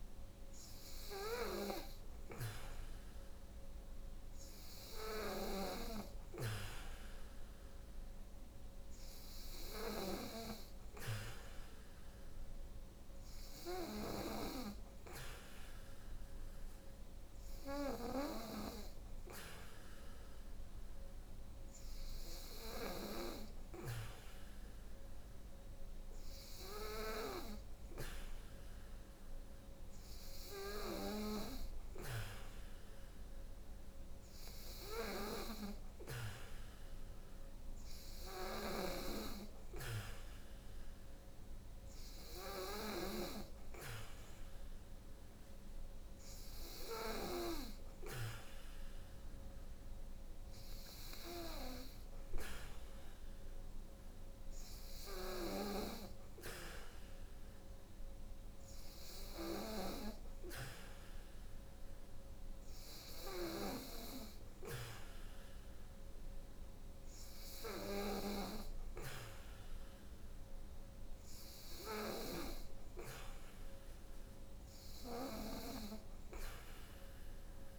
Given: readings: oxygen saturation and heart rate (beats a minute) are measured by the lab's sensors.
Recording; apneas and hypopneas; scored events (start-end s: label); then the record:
breathing in sleep by a room microphone; none
37.50-42.50 s: snoring (device-marked)
From the record:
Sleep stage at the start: N3 (deep sleep); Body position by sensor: on the back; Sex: female